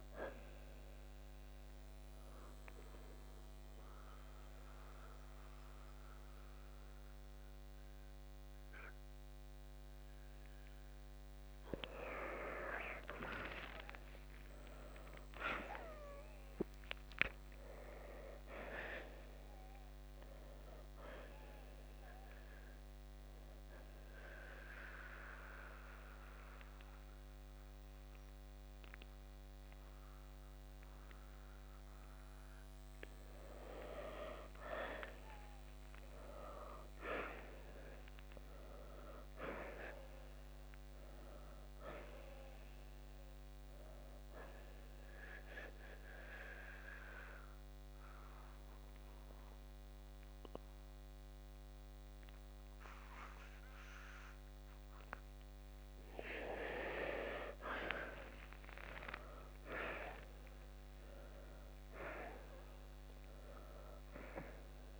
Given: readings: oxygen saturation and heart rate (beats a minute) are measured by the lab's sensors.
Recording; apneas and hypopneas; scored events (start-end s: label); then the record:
breathing in sleep by a microphone on the trachea; 2
1.00-12.00 s: central apnea (oxygen 93% before, 86% lowest, heart rate 67 before, 55 extreme, up 7 after)
5.00-20.00 s: oxygen desaturation (device-marked, oxygen 93% before, 86% lowest, heart rate 67 before, 55 extreme)
14.00-17.50 s: arousal
22.00-39.00 s: oxygen desaturation (device-marked, oxygen 96% before, 87% lowest, heart rate 65 before, 55 extreme)
36.50-40.50 s: arousal
45.50-56.00 s: central apnea (oxygen 96% before, 88% lowest, heart rate 65 before, 57 extreme, up 10 after)
50.00-65.00 s: oxygen desaturation (device-marked, oxygen 94% before, 88% lowest, heart rate 65 before, 57 extreme)
59.50-65.00 s: arousal
From the record:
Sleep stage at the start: N2 (light sleep); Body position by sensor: on the back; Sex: male